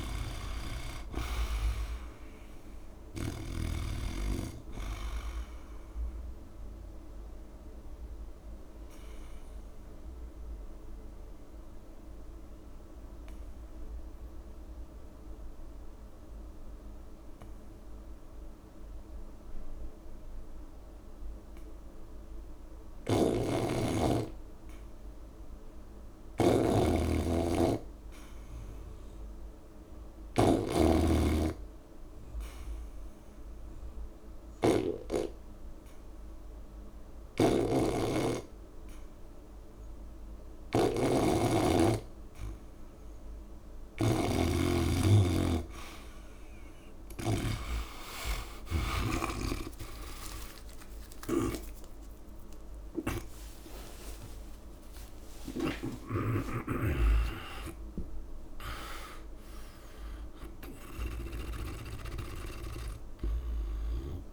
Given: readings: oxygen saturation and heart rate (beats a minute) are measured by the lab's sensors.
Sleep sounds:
breathing in sleep by a room microphone; 2
0.00-2.00 s: arousal
0.00-3.50 s: snoring (device-marked)
3.50-5.50 s: long interval between heartbeats (device-marked, heart rate 67 before, 59 extreme)
7.00-22.50 s: obstructive apnea (oxygen 95% before, 87% lowest, heart rate 65 before, 59 extreme, up 3 after)
11.50-19.50 s: oxygen desaturation (device-marked, oxygen 95% before, 91% lowest, heart rate 62 before, 59 extreme)
22.50-47.50 s: snoring (device-marked)
26.50-29.50 s: arousal
29.50-48.50 s: oxygen desaturation (device-marked, oxygen 98% before, 87% lowest, heart rate 69 before, 59 extreme)
33.00-44.00 s: hypopnea (oxygen 98% before, 87% lowest, heart rate 69 before, 59 extreme, up 40 after)
38.00-40.00 s: long interval between heartbeats (device-marked, heart rate 68 before, 66 extreme)
49.50-55.50 s: arousal
50.00-52.00 s: long interval between heartbeats (device-marked, heart rate 64 before, 88 extreme)
52.50-54.50 s: long interval between heartbeats (device-marked, heart rate 68 before, 102 extreme)
55.00-57.00 s: long interval between heartbeats (device-marked, heart rate 72 before, 88 extreme)
55.50-61.00 s: snoring (device-marked)
From the record:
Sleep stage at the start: N2 (light sleep); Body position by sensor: on the back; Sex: male

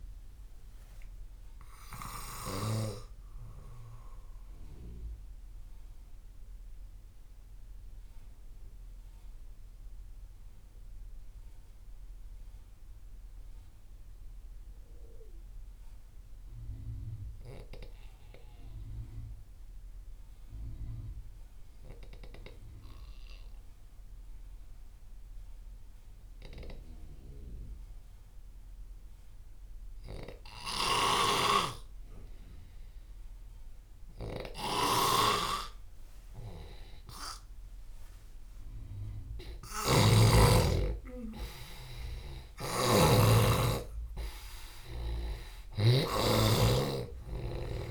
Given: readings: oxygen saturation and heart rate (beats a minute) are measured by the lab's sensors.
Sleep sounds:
breathing in sleep by a room microphone; 1
0.00-14.50 s: oxygen desaturation (device-marked, oxygen 88% lowest)
6.50-36.00 s: mixed apnea (oxygen 98% before, 88% lowest)
28.50-47.91 s: oxygen desaturation (device-marked, oxygen 99% before, 89% lowest)
30.50-46.00 s: snoring (device-marked)
39.50-44.00 s: arousal
From the record:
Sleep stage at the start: N2 (light sleep); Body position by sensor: on the left side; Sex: male

